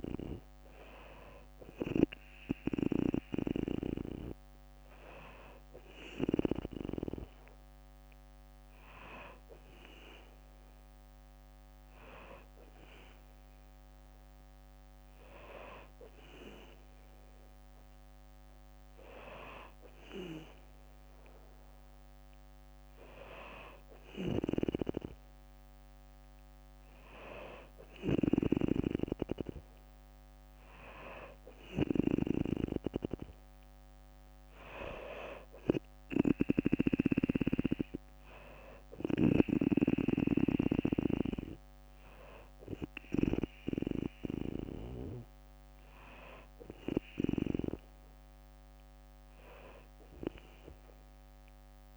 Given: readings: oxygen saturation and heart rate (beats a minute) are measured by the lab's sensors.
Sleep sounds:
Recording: breathing in sleep by a microphone on the trachea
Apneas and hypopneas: none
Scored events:
27.00-36.00 s: snoring (device-marked)
35.50-48.50 s: drop in pulse transit time (device-marked, heart rate 63 before, 62 extreme)
From the record:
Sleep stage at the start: N2 (light sleep)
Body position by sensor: on the back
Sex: female

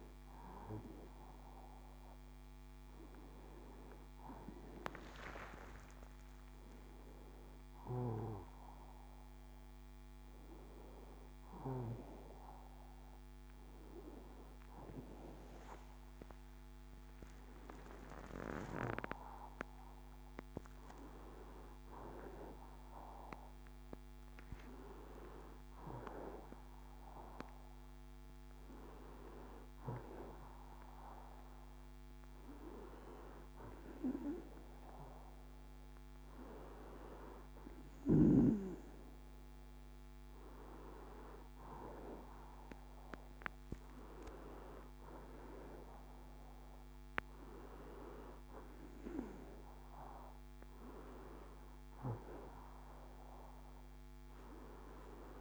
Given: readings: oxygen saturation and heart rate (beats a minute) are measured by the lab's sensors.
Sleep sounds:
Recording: a person awake in a sleep study, by a microphone on the trachea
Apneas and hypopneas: none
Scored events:
none scored
From the record:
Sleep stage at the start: awake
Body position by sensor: on the back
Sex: female

